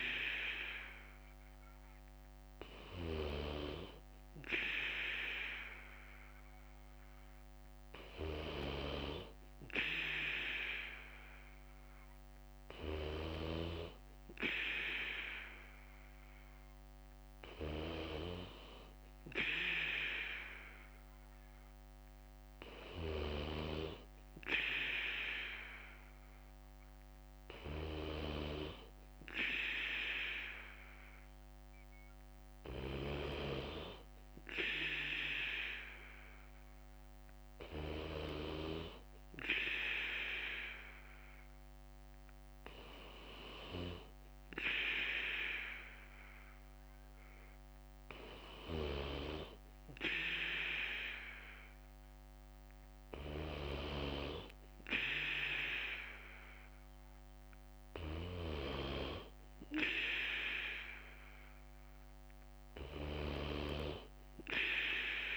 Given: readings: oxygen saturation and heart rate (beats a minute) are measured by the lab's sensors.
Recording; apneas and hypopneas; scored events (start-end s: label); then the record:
breathing in sleep by a microphone on the trachea; none
0.00-10.00 s: bradycardia (device-marked, heart rate 55 extreme)
13.00-36.00 s: bradycardia (device-marked, heart rate 58 before, 56 extreme)
42.00-51.00 s: bradycardia (device-marked, heart rate 58 before, 59 extreme)
From the record:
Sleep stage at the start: N2 (light sleep); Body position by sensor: on the back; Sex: male